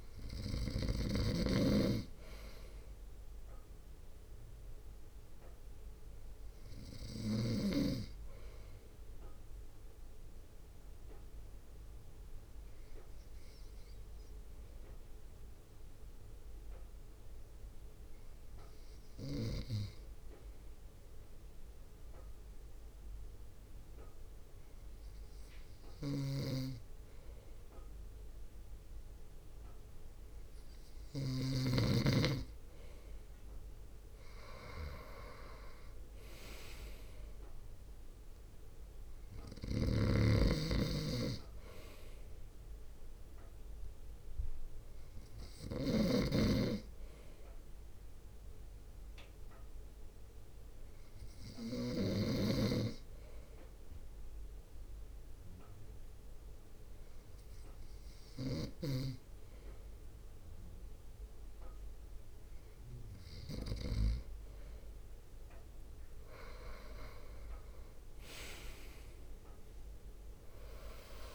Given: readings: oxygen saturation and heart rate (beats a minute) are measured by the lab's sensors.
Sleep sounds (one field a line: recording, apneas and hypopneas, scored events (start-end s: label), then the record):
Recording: breathing in sleep by a room microphone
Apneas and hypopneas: 2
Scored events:
0.00-1.00 s: snoring (device-marked)
0.00-6.50 s: drop in pulse transit time (device-marked, heart rate 53 extreme)
3.50-7.00 s: arousal
9.50-27.00 s: obstructive apnea (oxygen 96% before, 95% lowest, heart rate 58 before, 51 extreme, up 1 after)
26.00-31.50 s: snoring (device-marked)
29.00-32.00 s: arousal
32.50-48.50 s: drop in pulse transit time (device-marked, heart rate 58 before, 51 extreme)
39.50-46.00 s: snoring (device-marked)
46.50-60.50 s: hypopnea (oxygen 97% before, 95% lowest, heart rate 57 before, 56 extreme, up 4 after)
From the record:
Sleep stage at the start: N2 (light sleep)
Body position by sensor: on the front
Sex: male